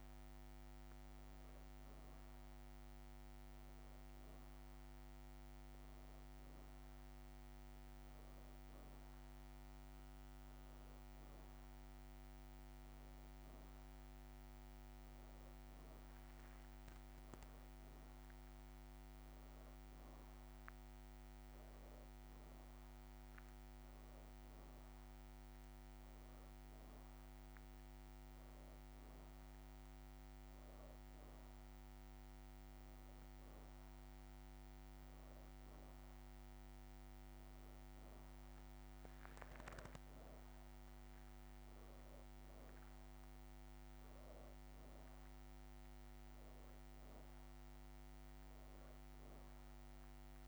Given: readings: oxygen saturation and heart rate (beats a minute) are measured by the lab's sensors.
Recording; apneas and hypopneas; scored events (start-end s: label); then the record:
breathing in sleep, hard to hear, by a microphone on the trachea; none
0.00-2.00 s: leg movement (device-marked)
12.00-19.00 s: leg movement (device-marked)
18.50-23.00 s: arousal
32.00-34.00 s: leg movement (device-marked)
37.50-41.00 s: leg movement (device-marked)
From the record:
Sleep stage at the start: N2 (light sleep); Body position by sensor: on the back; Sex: female